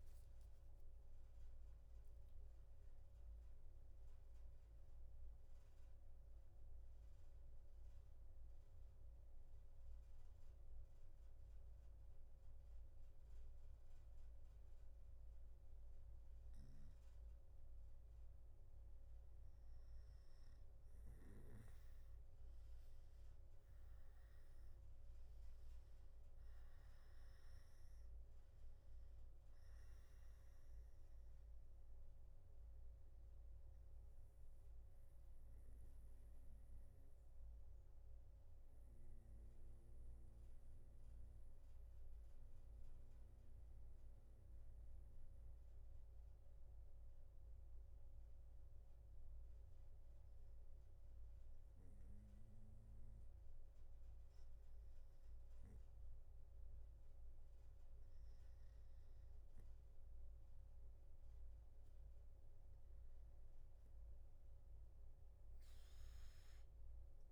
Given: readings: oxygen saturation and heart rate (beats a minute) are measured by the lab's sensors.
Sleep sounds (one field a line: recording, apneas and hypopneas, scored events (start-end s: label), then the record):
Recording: breathing in sleep, hard to hear, by a room microphone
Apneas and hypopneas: none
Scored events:
25.00-45.00 s: oxygen desaturation (device-marked, oxygen 97% before, 93% lowest, heart rate 74 before, 57 extreme)
53.00-67.32 s: new sleep stage, N3 (deep sleep)
From the record:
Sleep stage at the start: N2 (light sleep)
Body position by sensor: on the back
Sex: male